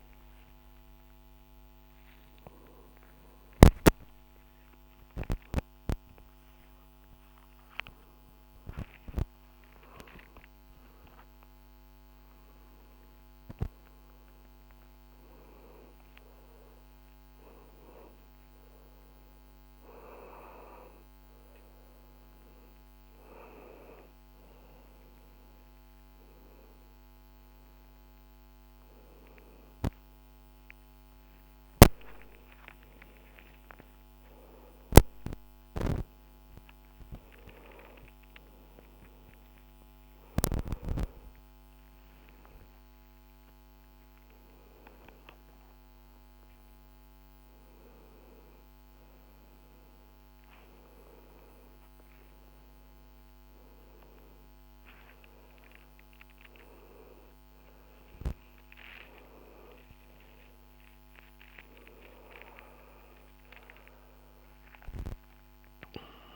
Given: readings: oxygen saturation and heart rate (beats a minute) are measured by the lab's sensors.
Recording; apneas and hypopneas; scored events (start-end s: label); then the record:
a person awake in a sleep study, by a microphone on the trachea; none
none scored
From the record:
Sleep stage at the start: awake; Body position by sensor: upright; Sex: male